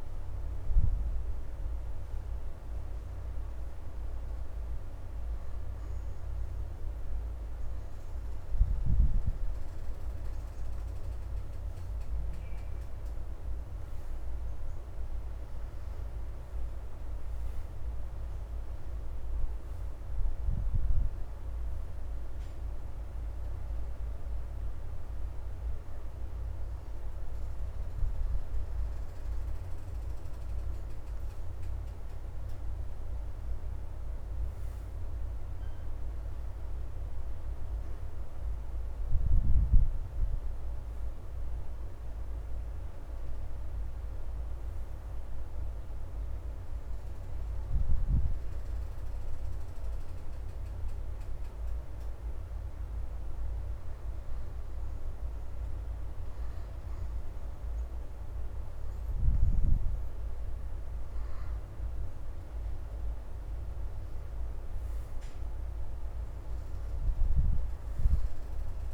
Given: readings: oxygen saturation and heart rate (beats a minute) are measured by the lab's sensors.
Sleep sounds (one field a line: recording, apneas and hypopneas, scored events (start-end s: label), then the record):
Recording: breathing in sleep, hard to hear, by a room microphone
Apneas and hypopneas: 3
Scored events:
0.00-1.50 s: arousal
4.00-15.00 s: hypopnea (oxygen 87% before, 77% lowest, heart rate 78 before, 70 extreme, up 7 after)
5.00-18.00 s: oxygen desaturation (device-marked, oxygen 87% before, 80% lowest, heart rate 78 before, 70 extreme)
16.50-20.00 s: arousal
22.50-33.00 s: hypopnea (oxygen 87% before, 77% lowest, heart rate 77 before, 70 extreme, up 5 after)
25.00-42.00 s: oxygen desaturation (device-marked, oxygen 87% before, 77% lowest, heart rate 77 before, 70 extreme)
34.50-38.50 s: arousal
44.00-61.00 s: oxygen desaturation (device-marked, oxygen 89% before, 79% lowest, heart rate 75 before, 74 extreme)
49.50-60.00 s: hypopnea (oxygen 89% before, 79% lowest, heart rate 75 before, 74 extreme, up 5 after)
63.50-67.00 s: arousal
From the record:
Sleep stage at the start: N1 (lightest sleep)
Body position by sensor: on the back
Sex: female